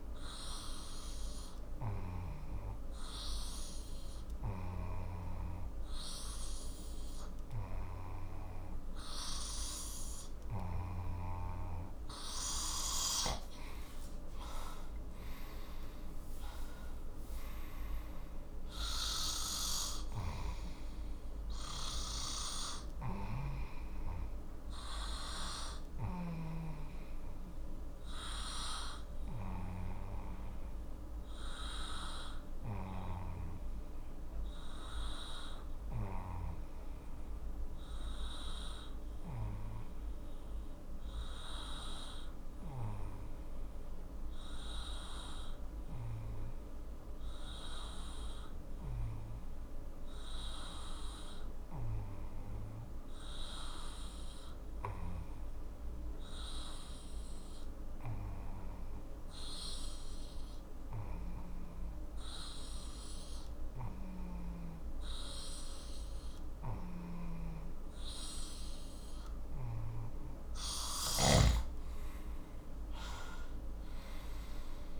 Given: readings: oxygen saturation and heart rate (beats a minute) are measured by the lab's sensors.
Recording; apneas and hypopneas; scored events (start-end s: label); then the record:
breathing in sleep by a room microphone; 1
23.00-26.50 s: snoring (device-marked)
26.50-69.50 s: obstructive apnea (oxygen 94% before, 92% lowest, heart rate 53 before, 42 extreme, up 11 after)
60.00-75.00 s: oxygen desaturation (device-marked, oxygen 97% before, 93% lowest, heart rate 46 before, 42 extreme)
73.00-75.00 s: arousal
From the record:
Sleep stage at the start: N2 (light sleep); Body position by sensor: on the left side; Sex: male